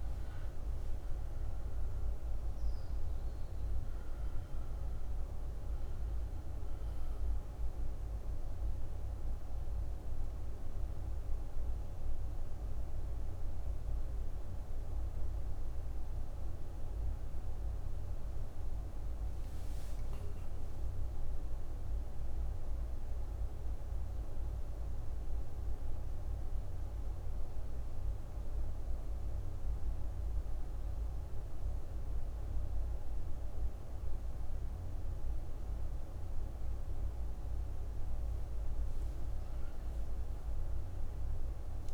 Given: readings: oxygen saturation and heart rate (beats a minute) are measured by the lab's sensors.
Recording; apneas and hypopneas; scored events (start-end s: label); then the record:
breathing in sleep, hard to hear, by a room microphone; 1
0.00-24.50 s: oxygen desaturation (device-marked, oxygen 84% lowest)
22.50-37.50 s: obstructive apnea (oxygen 94% before, 89% lowest)
38.50-41.94 s: oxygen desaturation (device-marked, oxygen 98% before, 91% lowest)
39.00-41.94 s: arousal
From the record:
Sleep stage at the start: N2 (light sleep); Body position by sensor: on the back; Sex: female